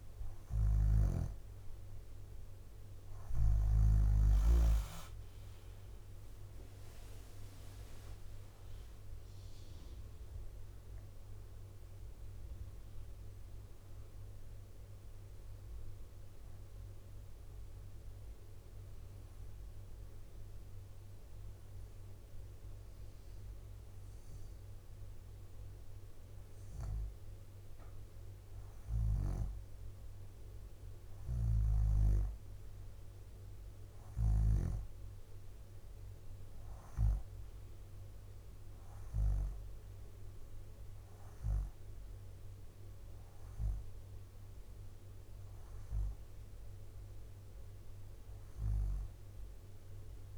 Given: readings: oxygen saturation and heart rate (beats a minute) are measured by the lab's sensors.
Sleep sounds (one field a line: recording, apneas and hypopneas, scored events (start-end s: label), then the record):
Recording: breathing in sleep by a room microphone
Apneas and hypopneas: 1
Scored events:
0.00-1.00 s: snoring (device-marked)
0.00-1.50 s: leg movement (device-marked)
3.50-13.00 s: leg movement (device-marked)
5.50-9.50 s: arousal
6.50-23.50 s: drop in pulse transit time (device-marked, heart rate 64 before, 62 extreme)
16.50-28.00 s: hypopnea (oxygen 96% before, 93% lowest, heart rate 66 before, 59 extreme, up 2 after)
29.50-31.50 s: bradycardia (device-marked, heart rate 64 before, 63 extreme)
31.00-34.50 s: snoring (device-marked)
31.50-35.50 s: arousal
36.00-39.50 s: leg movement (device-marked)
42.50-50.38 s: drop in pulse transit time (device-marked, heart rate 63 before, 59 extreme)
From the record:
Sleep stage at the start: N2 (light sleep)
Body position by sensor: upright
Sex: female